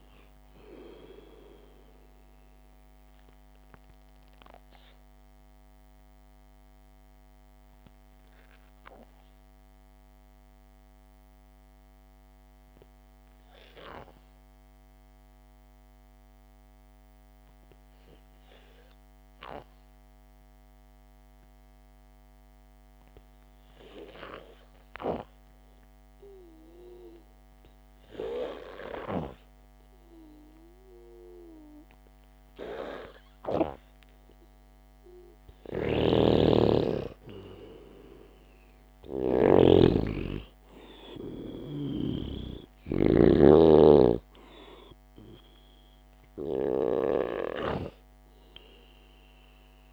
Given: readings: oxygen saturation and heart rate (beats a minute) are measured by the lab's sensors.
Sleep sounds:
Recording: breathing in sleep by a microphone on the trachea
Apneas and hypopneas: 1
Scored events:
5.00-23.00 s: obstructive apnea (oxygen 98% before, 92% lowest, heart rate 58 before, 50 extreme)
26.00-30.00 s: arousal
36.00-40.00 s: snoring (device-marked)
From the record:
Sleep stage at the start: N2 (light sleep)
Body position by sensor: on the back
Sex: male

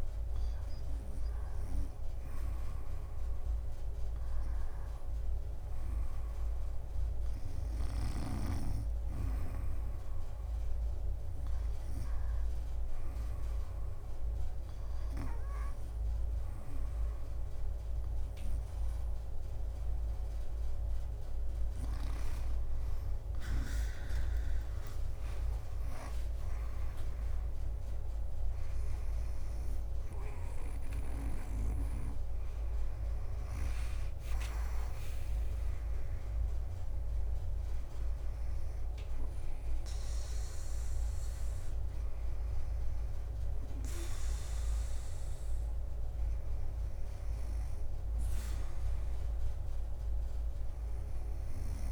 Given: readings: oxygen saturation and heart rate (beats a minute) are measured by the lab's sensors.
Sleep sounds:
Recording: breathing in sleep by a room microphone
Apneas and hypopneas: none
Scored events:
21.50-29.50 s: leg movement (device-marked)
24.00-28.50 s: arousal
28.00-45.00 s: drop in pulse transit time (device-marked, heart rate 69 before, 70 extreme)
31.00-51.92 s: new sleep stage, N2 (light sleep)
33.50-36.50 s: leg movement (device-marked)
From the record:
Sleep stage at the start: REM sleep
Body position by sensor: on the back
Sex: female

